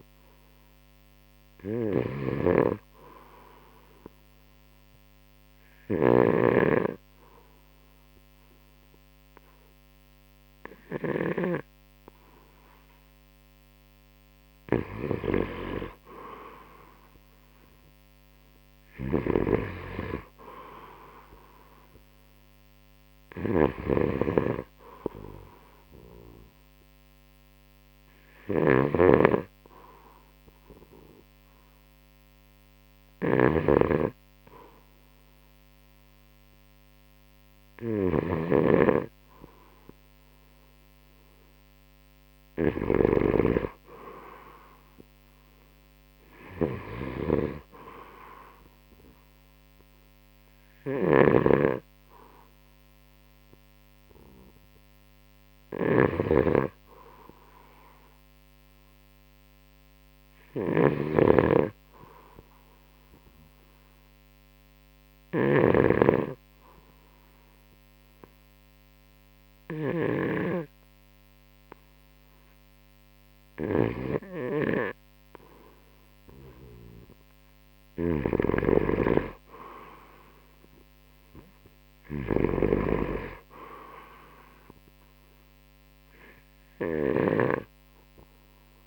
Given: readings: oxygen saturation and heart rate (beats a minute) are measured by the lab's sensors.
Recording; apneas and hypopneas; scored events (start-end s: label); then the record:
breathing in sleep by a microphone on the trachea; 2
0.00-11.50 s: snoring (device-marked)
4.50-15.50 s: hypopnea (oxygen 95% before, 90% lowest, heart rate 71 before, 66 extreme, up 8 after)
19.00-22.50 s: arousal
19.00-43.00 s: snoring (device-marked)
25.00-40.00 s: oxygen desaturation (device-marked, oxygen 94% before, 90% lowest, heart rate 71 before, 62 extreme)
51.00-70.50 s: snoring (device-marked)
65.50-77.00 s: hypopnea (oxygen 96% before, 89% lowest, heart rate 70 before, 65 extreme, up 3 after)
78.00-87.50 s: snoring (device-marked)
80.00-83.50 s: arousal
80.00-88.87 s: new sleep stage, N3 (deep sleep)
82.00-88.87 s: oxygen desaturation (device-marked, oxygen 94% before, 89% lowest, heart rate 69 before, 65 extreme)
From the record:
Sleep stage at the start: N2 (light sleep); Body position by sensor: on the right side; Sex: male